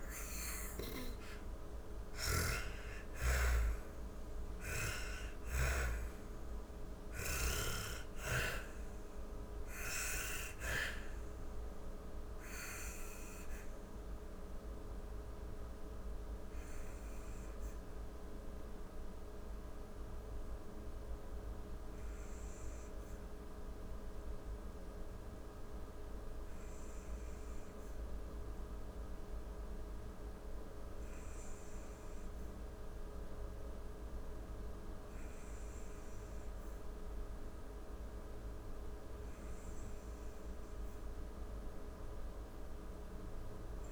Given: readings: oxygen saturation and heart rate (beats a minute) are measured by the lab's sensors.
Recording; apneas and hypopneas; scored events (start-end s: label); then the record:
breathing in sleep by a room microphone; 1
0.00-3.00 s: arousal
0.00-29.50 s: oxygen desaturation (device-marked, oxygen 85% lowest, heart rate 45 extreme)
6.50-27.50 s: obstructive apnea (oxygen 98% before, 85% lowest, heart rate 79 before, 45 extreme, up 25 after)
30.00-34.50 s: arousal
From the record:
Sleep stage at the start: N2 (light sleep); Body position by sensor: on the back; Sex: female